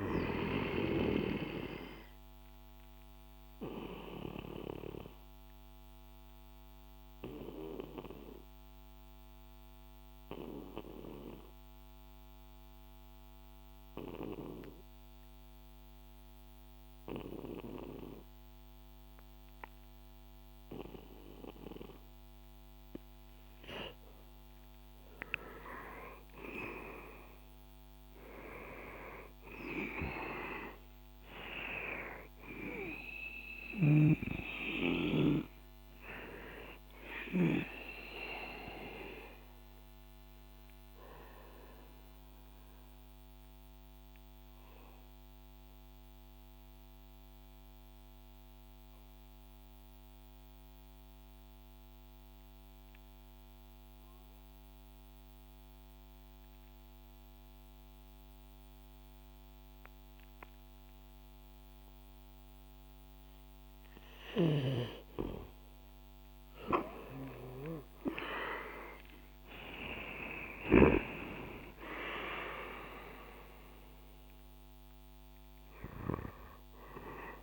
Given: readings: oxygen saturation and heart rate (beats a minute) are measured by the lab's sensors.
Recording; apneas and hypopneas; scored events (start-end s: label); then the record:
breathing in sleep by a microphone on the trachea; 2
1.50-24.00 s: obstructive apnea (oxygen 98% before, 93% lowest, heart rate 66 before, 60 extreme, up 4 after)
4.50-21.50 s: oxygen desaturation (device-marked, oxygen 97% before, 93% lowest, heart rate 66 before, 61 extreme)
25.50-30.50 s: arousal
36.50-54.50 s: oxygen desaturation (device-marked, oxygen 97% before, 93% lowest, heart rate 64 before, 60 extreme)
37.50-65.50 s: mixed apnea (oxygen 98% before, 91% lowest, heart rate 64 before, 60 extreme, up 7 after)
66.50-77.43 s: oxygen desaturation (device-marked, oxygen 98% before, 93% lowest, heart rate 62 before, 61 extreme)
67.00-72.00 s: arousal
From the record:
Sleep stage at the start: N2 (light sleep); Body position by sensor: on the back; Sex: male